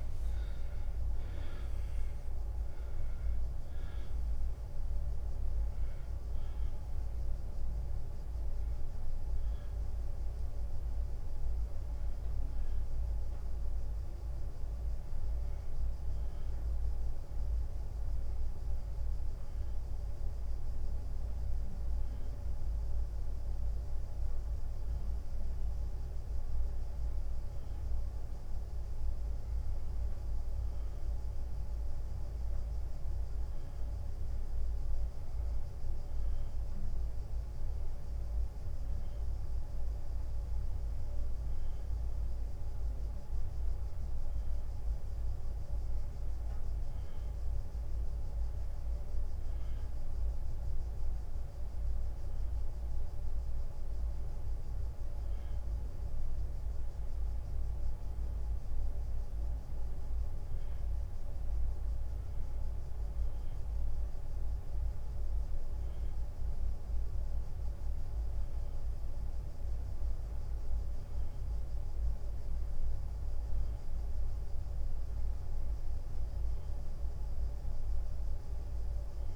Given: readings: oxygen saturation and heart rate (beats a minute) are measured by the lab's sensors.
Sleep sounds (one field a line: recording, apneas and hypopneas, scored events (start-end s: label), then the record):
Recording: breathing in sleep, hard to hear, by a room microphone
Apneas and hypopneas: none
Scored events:
0.00-1.50 s: tachycardia (device-marked, heart rate 102 extreme)
0.00-7.50 s: oxygen desaturation (device-marked, oxygen 92% lowest, heart rate 92 extreme)
0.00-10.50 s: drop in pulse transit time (device-marked, heart rate 88 extreme)
16.50-79.36 s: new sleep stage, N1 (lightest sleep)
21.50-37.50 s: oxygen desaturation (device-marked, oxygen 93% before, 82% lowest, heart rate 97 before, 91 extreme)
From the record:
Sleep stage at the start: N2 (light sleep)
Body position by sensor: on the back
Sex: male